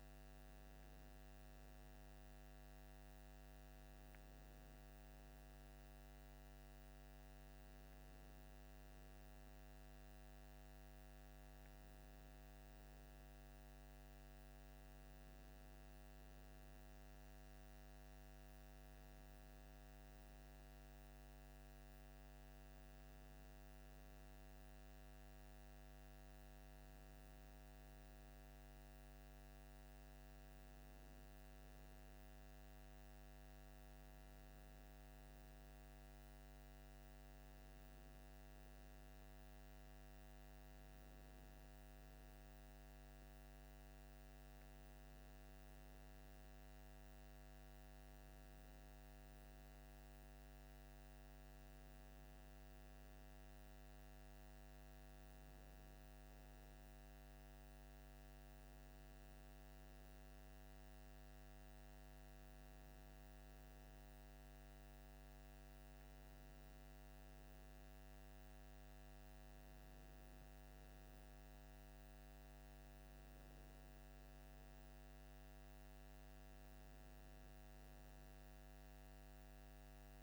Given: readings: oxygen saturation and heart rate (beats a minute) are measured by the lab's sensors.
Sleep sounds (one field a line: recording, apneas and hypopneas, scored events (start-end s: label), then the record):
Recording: breathing in sleep, hard to hear, by a microphone on the trachea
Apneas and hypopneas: none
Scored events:
none scored
From the record:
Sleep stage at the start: N2 (light sleep)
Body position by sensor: on the left side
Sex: male